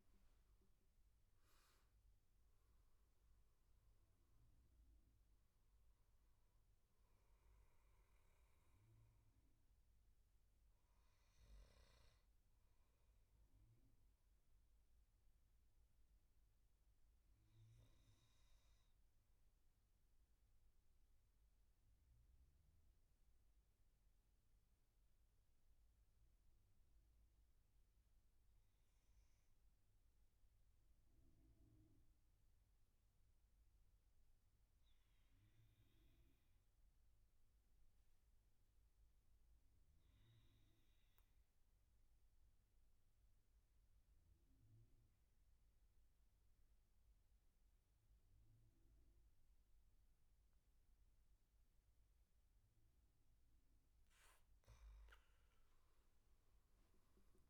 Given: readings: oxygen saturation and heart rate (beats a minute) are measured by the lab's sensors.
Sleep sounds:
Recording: breathing in sleep, hard to hear, by a room microphone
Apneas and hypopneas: 1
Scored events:
0.00-1.50 s: arousal
0.00-21.00 s: oxygen desaturation (device-marked, oxygen 92% lowest, heart rate 62 extreme)
14.00-52.50 s: obstructive apnea (oxygen 98% before, 92% lowest, heart rate 72 before, 63 extreme, up 16 after)
43.00-57.49 s: oxygen desaturation (device-marked, oxygen 99% before, 93% lowest, heart rate 67 before, 63 extreme)
55.00-57.49 s: arousal
From the record:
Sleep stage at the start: N2 (light sleep)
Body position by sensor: on the back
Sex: male

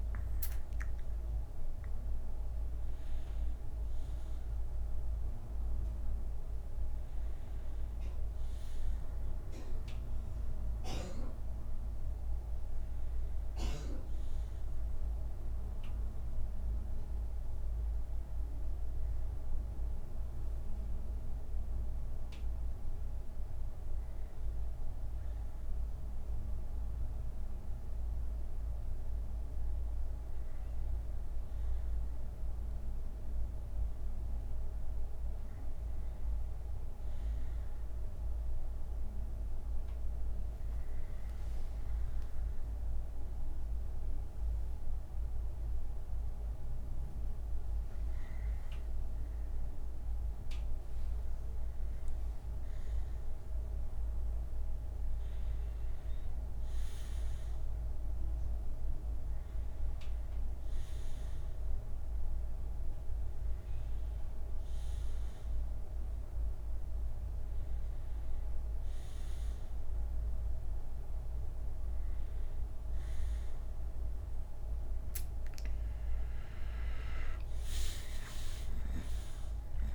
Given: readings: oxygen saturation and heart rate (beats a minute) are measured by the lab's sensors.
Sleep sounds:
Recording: breathing in sleep, hard to hear, by a room microphone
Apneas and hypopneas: none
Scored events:
52.50-56.50 s: arousal
61.00-64.00 s: bradycardia (device-marked, heart rate 68 before, 63 extreme)
65.00-68.00 s: bradycardia (device-marked, heart rate 68 before, 55 extreme)
69.00-72.00 s: bradycardia (device-marked, heart rate 68 before, 56 extreme)
76.00-79.95 s: arousal
From the record:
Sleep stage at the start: N2 (light sleep)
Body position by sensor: on the back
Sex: male

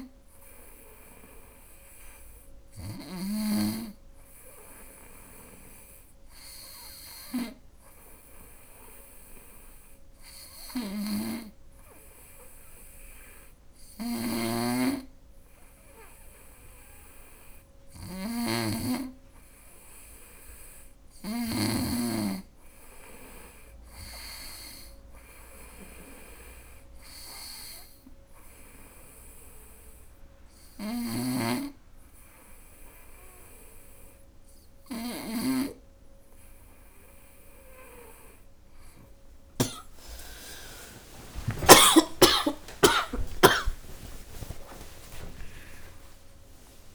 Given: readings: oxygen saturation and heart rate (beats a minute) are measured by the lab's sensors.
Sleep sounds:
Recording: breathing in sleep by a room microphone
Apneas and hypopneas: none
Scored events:
0.00-2.50 s: snoring (device-marked)
13.00-21.00 s: snoring (device-marked)
30.00-39.00 s: snoring (device-marked)
37.00-46.95 s: tachycardia (device-marked, heart rate 80 before, 140 extreme)
39.00-46.95 s: new sleep stage, awake
39.50-41.50 s: long interval between heartbeats (device-marked, heart rate 80 before, 91 extreme)
41.50-43.50 s: long interval between heartbeats (device-marked, heart rate 82 before, 123 extreme)
From the record:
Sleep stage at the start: N2 (light sleep)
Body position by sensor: on the right side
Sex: female

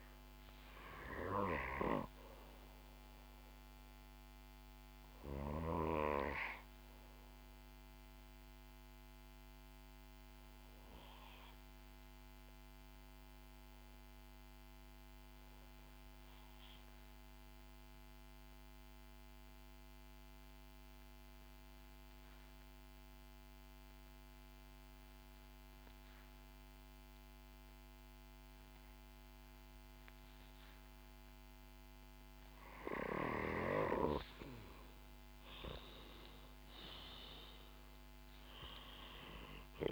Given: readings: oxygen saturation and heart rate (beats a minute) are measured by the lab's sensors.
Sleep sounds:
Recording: breathing in sleep by a microphone on the trachea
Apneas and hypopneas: 1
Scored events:
0.00-22.00 s: oxygen desaturation (device-marked, oxygen 77% lowest, heart rate 63 extreme)
12.00-32.50 s: obstructive apnea (oxygen 94% before, 77% lowest, heart rate 70 before, 62 extreme, up 6 after)
35.00-39.92 s: arousal
From the record:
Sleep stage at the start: N2 (light sleep)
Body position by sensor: on the back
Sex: female

